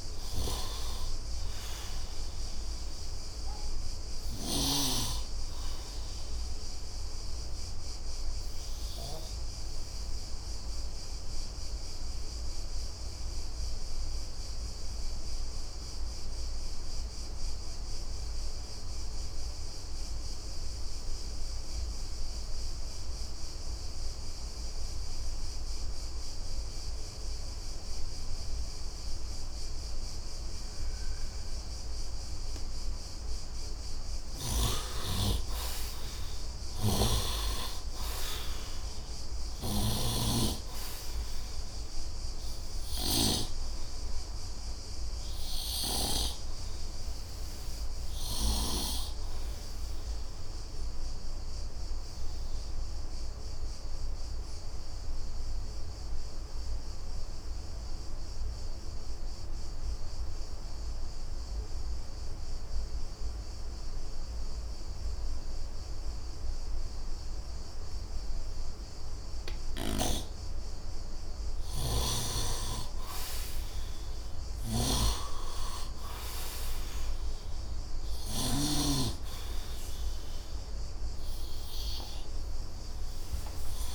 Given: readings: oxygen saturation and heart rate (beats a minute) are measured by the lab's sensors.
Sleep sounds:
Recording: breathing in sleep by a room microphone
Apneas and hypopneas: 2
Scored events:
0.00-4.50 s: snoring (device-marked)
0.00-22.00 s: oxygen desaturation (device-marked, oxygen 66% lowest, heart rate 67 extreme)
7.50-32.50 s: obstructive apnea (oxygen 95% before, 66% lowest, heart rate 82 before, 70 extreme, up 11 after)
30.00-56.00 s: oxygen desaturation (device-marked, oxygen 100% before, 73% lowest, heart rate 72 before, 71 extreme)
35.50-39.50 s: arousal
39.00-46.00 s: snoring (device-marked)
51.50-69.50 s: obstructive apnea (oxygen 100% before, 77% lowest, heart rate 79 before, 71 extreme, up 7 after)
68.00-83.95 s: oxygen desaturation (device-marked, oxygen 99% before, 77% lowest, heart rate 74 before, 72 extreme)
71.50-75.50 s: arousal
74.50-78.50 s: snoring (device-marked)
From the record:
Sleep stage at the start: N2 (light sleep)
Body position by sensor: on the right side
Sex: male

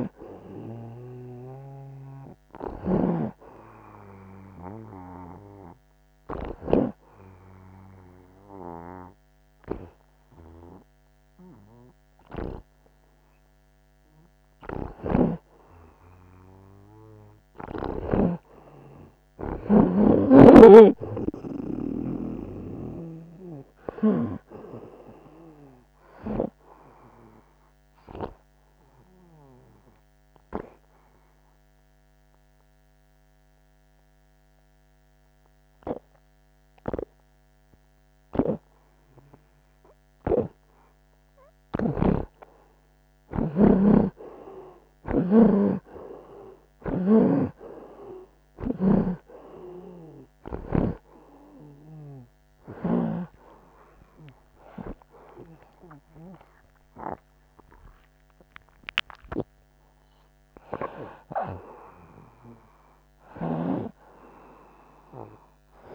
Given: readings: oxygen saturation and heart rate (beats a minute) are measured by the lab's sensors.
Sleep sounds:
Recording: breathing in sleep by a microphone on the trachea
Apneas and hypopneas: 2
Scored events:
0.00-1.50 s: arousal
0.00-7.00 s: snoring (device-marked)
3.50-11.50 s: oxygen desaturation (device-marked, oxygen 93% before, 87% lowest)
5.50-17.00 s: hypopnea (oxygen 93% before, 83% lowest)
15.00-18.50 s: snoring (device-marked)
19.50-23.50 s: arousal
20.50-24.50 s: snoring (device-marked)
24.50-47.50 s: oxygen desaturation (device-marked, oxygen 91% before, 86% lowest)
29.00-42.00 s: obstructive apnea (oxygen 92% before, 83% lowest)
38.50-45.50 s: snoring (device-marked)
44.00-47.50 s: arousal
47.50-51.00 s: snoring (device-marked)
54.50-65.95 s: oxygen desaturation (device-marked, oxygen 94% before, 83% lowest)
56.50-61.00 s: arousal
From the record:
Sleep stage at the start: N2 (light sleep)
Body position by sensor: on the back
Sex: male

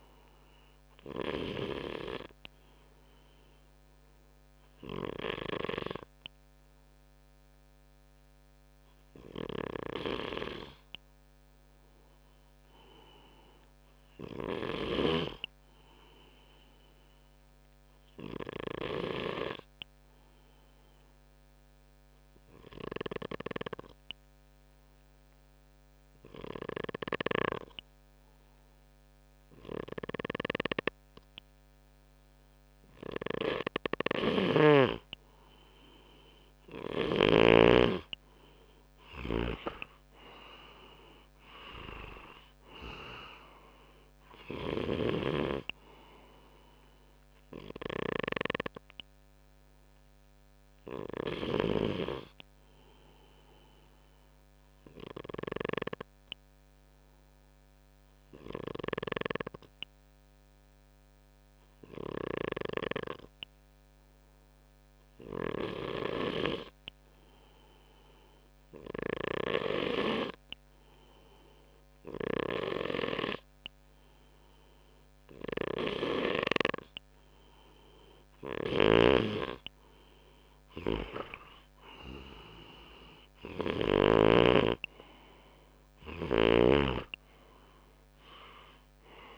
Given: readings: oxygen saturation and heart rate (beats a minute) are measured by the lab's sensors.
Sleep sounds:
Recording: breathing in sleep by a microphone on the trachea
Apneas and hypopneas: 2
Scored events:
18.00-32.50 s: obstructive apnea (oxygen 98% before, 94% lowest, heart rate 64 before, 62 extreme, up 3 after)
33.50-37.00 s: snoring (device-marked)
34.00-37.00 s: arousal
51.50-76.00 s: obstructive apnea (oxygen 97% before, 94% lowest, heart rate 65 before, 60 extreme, up 8 after)
58.00-76.00 s: snoring (device-marked)
78.00-83.50 s: snoring (device-marked)
80.50-85.50 s: arousal
From the record:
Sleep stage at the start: N2 (light sleep)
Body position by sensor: on the front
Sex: male

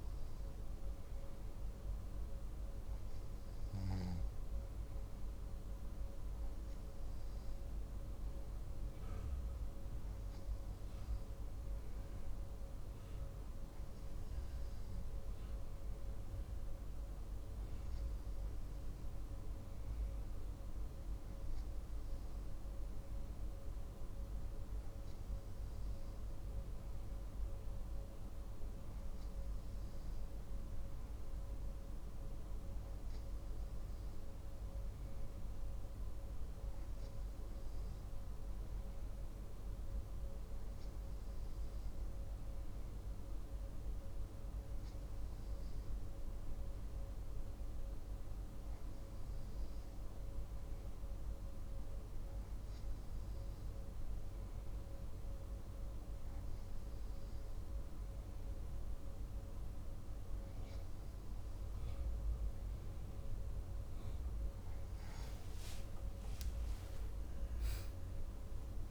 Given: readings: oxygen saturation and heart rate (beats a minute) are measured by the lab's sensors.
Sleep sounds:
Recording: breathing in sleep, hard to hear, by a room microphone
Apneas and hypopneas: none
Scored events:
66.00-68.91 s: arousal
From the record:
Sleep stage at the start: N2 (light sleep)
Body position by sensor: on the back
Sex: male

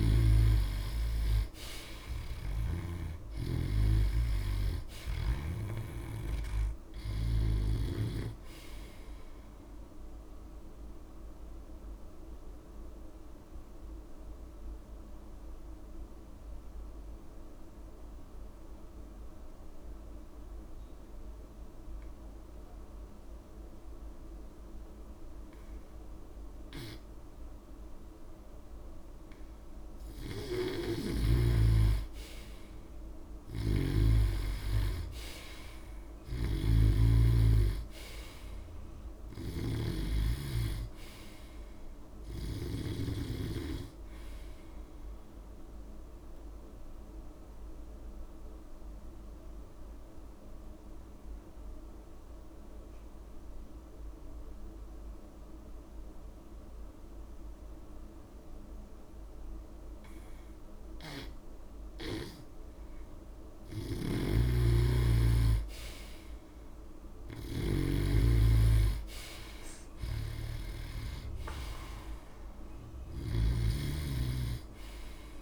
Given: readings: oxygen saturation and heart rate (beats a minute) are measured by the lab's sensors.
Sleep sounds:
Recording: breathing in sleep by a room microphone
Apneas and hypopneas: 2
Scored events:
0.00-20.00 s: oxygen desaturation (device-marked, oxygen 98% before, 87% lowest)
11.00-29.00 s: obstructive apnea (oxygen 98% before, 87% lowest)
31.00-52.00 s: oxygen desaturation (device-marked, oxygen 97% before, 88% lowest)
32.50-36.50 s: arousal
33.50-43.50 s: snoring (device-marked)
45.50-61.00 s: obstructive apnea (oxygen 97% before, 88% lowest)
63.00-75.42 s: oxygen desaturation (device-marked, oxygen 96% before, 88% lowest)
64.00-67.50 s: arousal
64.50-74.00 s: snoring (device-marked)
From the record:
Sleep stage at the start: N2 (light sleep)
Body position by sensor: on the back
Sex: male

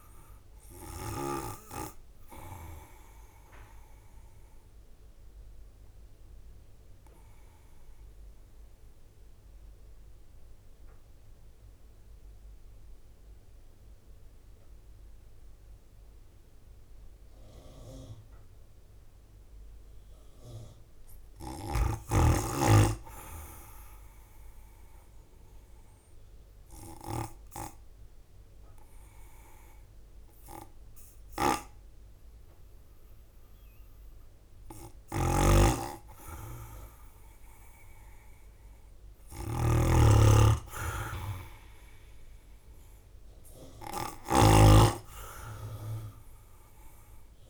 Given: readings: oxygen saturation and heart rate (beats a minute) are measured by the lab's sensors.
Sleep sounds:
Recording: breathing in sleep by a room microphone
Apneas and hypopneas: 2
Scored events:
0.00-5.50 s: drop in pulse transit time (device-marked, heart rate 53 extreme)
3.00-20.50 s: obstructive apnea (oxygen 98% before, 94% lowest, heart rate 60 before, 52 extreme, up 6 after)
21.50-27.50 s: oxygen desaturation (device-marked, oxygen 98% before, 94% lowest, heart rate 55 before, 52 extreme)
22.00-24.00 s: arousal
25.50-35.50 s: obstructive apnea (oxygen 98% before, 94% lowest, heart rate 55 before, 53 extreme, up 5 after)
27.50-38.50 s: drop in pulse transit time (device-marked, heart rate 56 before, 52 extreme)
34.50-47.50 s: snoring (device-marked)
39.00-43.00 s: arousal
From the record:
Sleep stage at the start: N2 (light sleep)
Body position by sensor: on the right side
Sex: male

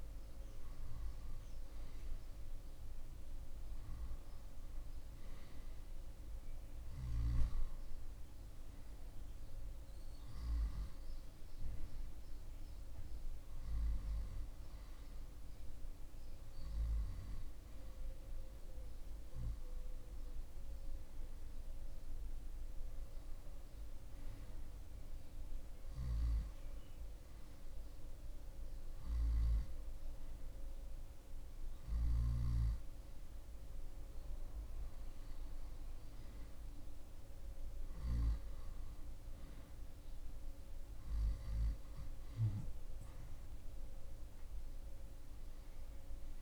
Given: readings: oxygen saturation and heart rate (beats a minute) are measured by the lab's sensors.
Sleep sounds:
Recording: breathing in sleep, hard to hear, by a room microphone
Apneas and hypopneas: none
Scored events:
45.00-46.42 s: arousal
From the record:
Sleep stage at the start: N2 (light sleep)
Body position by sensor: on the back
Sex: male

